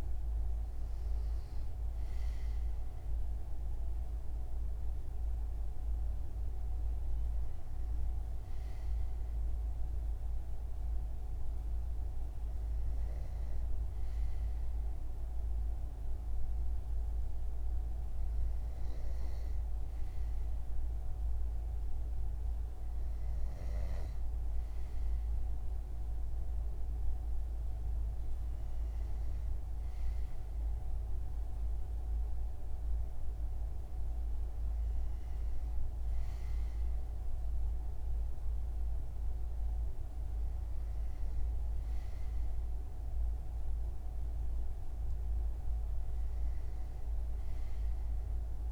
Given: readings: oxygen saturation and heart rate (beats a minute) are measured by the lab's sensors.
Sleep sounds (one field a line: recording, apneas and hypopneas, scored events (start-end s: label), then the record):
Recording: breathing in sleep, hard to hear, by a room microphone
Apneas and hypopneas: none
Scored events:
none scored
From the record:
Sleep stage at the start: N2 (light sleep)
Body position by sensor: on the front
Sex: male